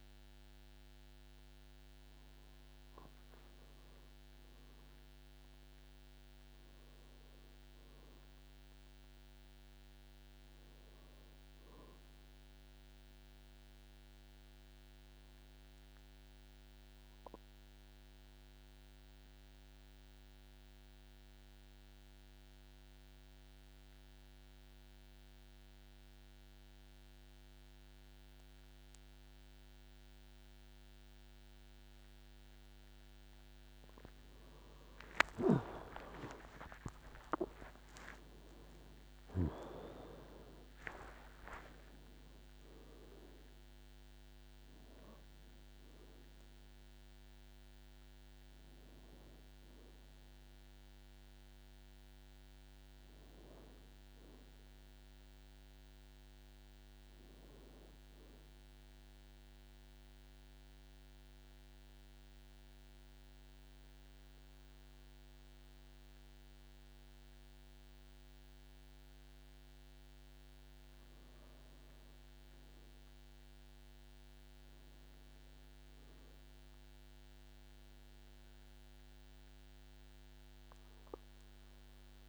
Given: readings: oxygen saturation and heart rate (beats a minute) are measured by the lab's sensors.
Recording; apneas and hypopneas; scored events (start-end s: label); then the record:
breathing in sleep by a microphone on the trachea; 2
3.50-5.50 s: long interval between heartbeats (device-marked, heart rate 53 before, 62 extreme)
4.00-7.50 s: arousal
14.00-34.00 s: obstructive apnea (oxygen 98% before, 88% lowest, heart rate 59 before, 51 extreme)
35.50-39.50 s: arousal
36.50-38.50 s: long interval between heartbeats (device-marked, heart rate 54 before, 80 extreme)
37.00-66.00 s: oxygen desaturation (device-marked, oxygen 97% before, 88% lowest, heart rate 55 before, 49 extreme)
38.00-44.00 s: tachycardia (device-marked, heart rate 58 before, 116 extreme)
40.50-42.50 s: long interval between heartbeats (device-marked, heart rate 61 before, 99 extreme)
43.00-45.00 s: long interval between heartbeats (device-marked, heart rate 69 before, 103 extreme)
59.00-71.00 s: central apnea (oxygen 97% before, 93% lowest, heart rate 79 before, 49 extreme, up 13 after)
71.50-76.00 s: arousal
From the record:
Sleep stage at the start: N2 (light sleep); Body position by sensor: on the back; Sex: male